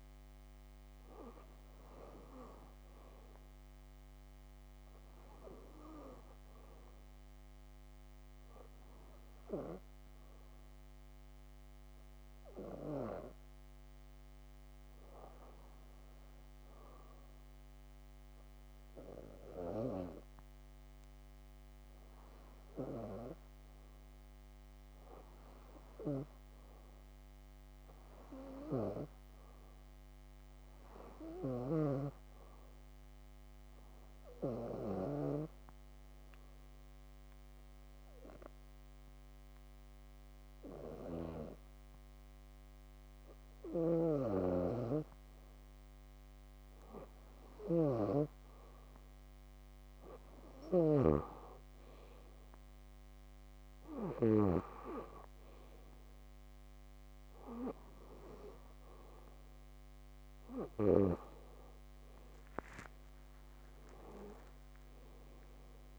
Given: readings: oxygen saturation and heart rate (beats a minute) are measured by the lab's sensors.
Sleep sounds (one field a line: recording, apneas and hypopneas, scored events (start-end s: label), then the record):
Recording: breathing in sleep by a microphone on the trachea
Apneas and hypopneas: 1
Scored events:
14.00-18.00 s: bradycardia (device-marked, heart rate 64 before, 59 extreme)
23.00-28.00 s: arousal
31.00-35.00 s: snoring (device-marked)
33.50-45.00 s: obstructive apnea (oxygen 97% before, 92% lowest, heart rate 62 before, 60 extreme, up 6 after)
43.00-50.50 s: snoring (device-marked)
44.00-65.99 s: new sleep stage, N2 (light sleep)
47.50-52.50 s: arousal
57.00-65.99 s: oxygen desaturation (device-marked, oxygen 96% before, 92% lowest, heart rate 63 before, 56 extreme)
From the record:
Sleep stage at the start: REM sleep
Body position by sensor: on the back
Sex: female